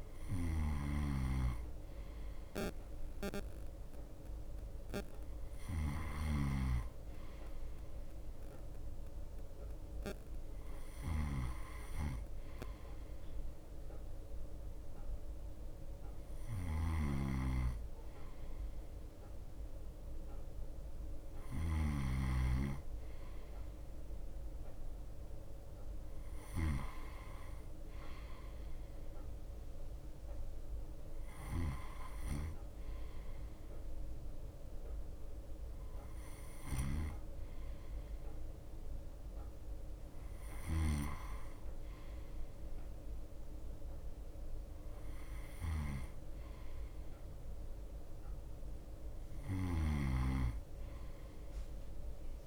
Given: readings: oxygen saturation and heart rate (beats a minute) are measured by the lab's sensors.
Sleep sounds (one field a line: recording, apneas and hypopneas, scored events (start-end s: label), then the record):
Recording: breathing in sleep by a room microphone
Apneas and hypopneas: none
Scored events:
0.00-1.50 s: long interval between heartbeats (device-marked, heart rate 43 extreme)
0.00-32.50 s: bradycardia (device-marked, heart rate 26 extreme)
0.50-52.47 s: snoring (device-marked)
2.00-4.00 s: long interval between heartbeats (device-marked, heart rate 49 before, 39 extreme)
5.00-7.00 s: long interval between heartbeats (device-marked, heart rate 47 before, 53 extreme)
10.00-12.00 s: long interval between heartbeats (device-marked, heart rate 47 before, 44 extreme)
12.00-14.00 s: long interval between heartbeats (device-marked, heart rate 47 before, 36 extreme)
20.50-22.50 s: long interval between heartbeats (device-marked, heart rate 41 before, 41 extreme)
34.50-52.47 s: bradycardia (device-marked, heart rate 32 before, 27 extreme)
36.00-38.00 s: long interval between heartbeats (device-marked, heart rate 47 before, 63 extreme)
40.00-42.00 s: long interval between heartbeats (device-marked, heart rate 53 before, 54 extreme)
45.50-47.50 s: long interval between heartbeats (device-marked, heart rate 53 before, 45 extreme)
From the record:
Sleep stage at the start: N2 (light sleep)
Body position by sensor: on the right side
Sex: male